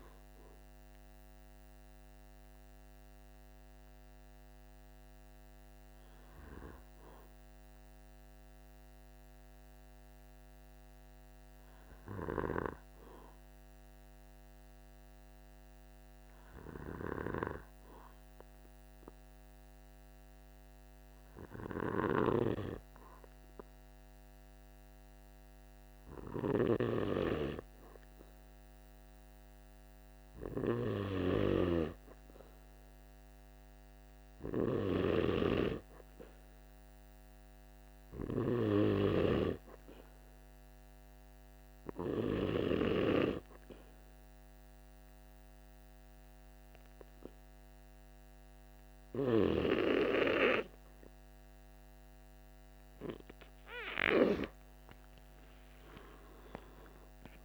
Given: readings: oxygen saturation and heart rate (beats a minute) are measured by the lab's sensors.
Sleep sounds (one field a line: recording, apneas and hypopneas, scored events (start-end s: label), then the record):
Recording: breathing in sleep by a microphone on the trachea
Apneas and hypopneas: 2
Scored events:
3.50-25.00 s: hypopnea (oxygen 95% before, 93% lowest, heart rate 53 before, 47 extreme, up 2 after)
27.00-30.50 s: arousal
39.00-53.00 s: obstructive apnea (oxygen 98% before, 94% lowest, heart rate 48 before, 45 extreme, up 5 after)
55.00-57.45 s: arousal
From the record:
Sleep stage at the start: N2 (light sleep)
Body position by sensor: on the back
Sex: male